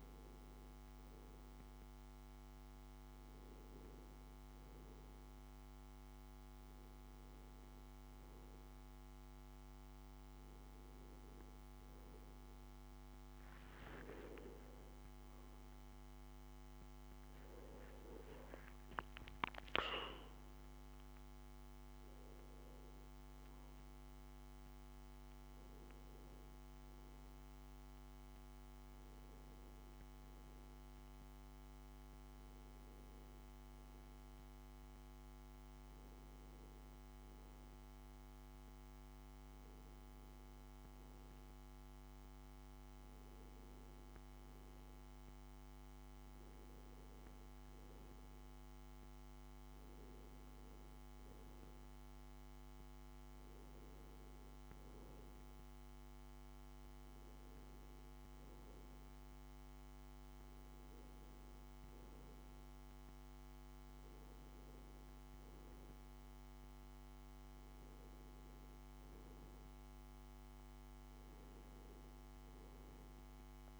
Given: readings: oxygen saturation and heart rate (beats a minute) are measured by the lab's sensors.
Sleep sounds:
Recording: breathing in sleep, hard to hear, by a microphone on the trachea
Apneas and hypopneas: none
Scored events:
14.00-18.00 s: arousal
From the record:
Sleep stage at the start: N2 (light sleep)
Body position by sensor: on the back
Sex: male

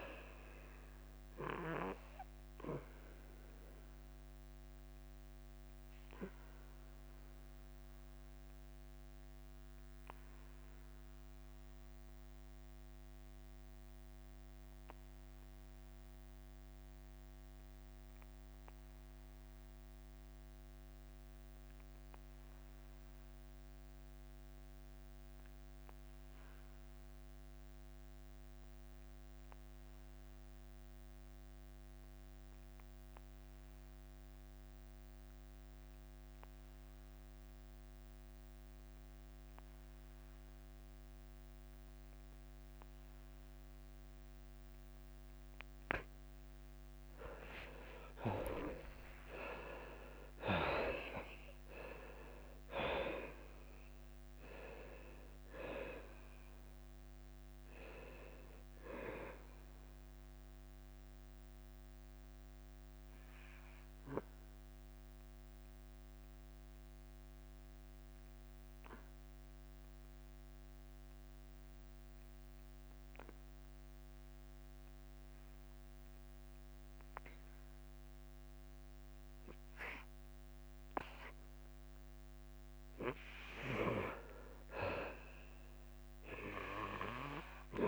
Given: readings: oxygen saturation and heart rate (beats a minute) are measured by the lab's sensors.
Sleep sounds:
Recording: breathing in sleep by a microphone on the trachea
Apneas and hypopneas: 2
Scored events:
0.00-9.00 s: drop in pulse transit time (device-marked, heart rate 88 extreme)
4.50-46.00 s: obstructive apnea (oxygen 97% before, 71% lowest, heart rate 89 before, 83 extreme, up 8 after)
20.00-24.00 s: oxygen desaturation (device-marked, oxygen 95% before, 77% lowest, heart rate 88 before, 83 extreme)
46.00-63.00 s: oxygen desaturation (device-marked, oxygen 96% before, 92% lowest, heart rate 84 before, 88 extreme)
47.00-64.00 s: drop in pulse transit time (device-marked, heart rate 84 before, 87 extreme)
48.50-51.50 s: arousal
61.50-83.00 s: obstructive apnea (oxygen 96% before, 71% lowest, heart rate 89 before, 88 extreme, up 4 after)
74.00-81.00 s: oxygen desaturation (device-marked, oxygen 93% before, 71% lowest, heart rate 92 before, 88 extreme)
86.00-87.88 s: arousal
From the record:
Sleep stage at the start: N2 (light sleep)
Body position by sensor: on the back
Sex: male

